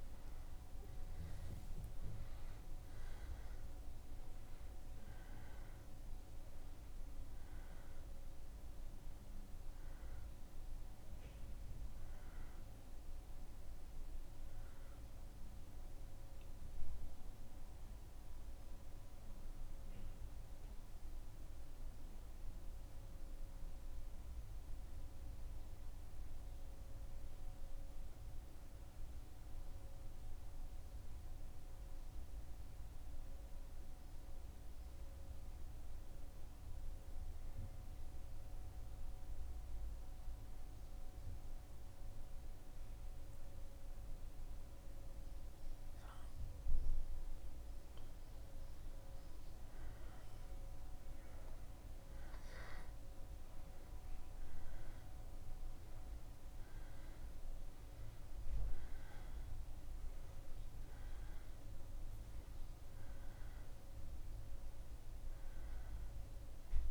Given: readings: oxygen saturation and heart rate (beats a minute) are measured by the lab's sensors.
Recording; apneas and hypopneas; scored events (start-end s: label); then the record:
breathing in sleep, hard to hear, by a room microphone; 1
0.00-11.50 s: oxygen desaturation (device-marked, oxygen 94% lowest, heart rate 74 extreme)
17.50-46.50 s: mixed apnea (oxygen 97% before, 94% lowest, heart rate 76 before, 75 extreme, up 3 after)
49.00-52.50 s: arousal
From the record:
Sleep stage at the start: N2 (light sleep); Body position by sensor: on the back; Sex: male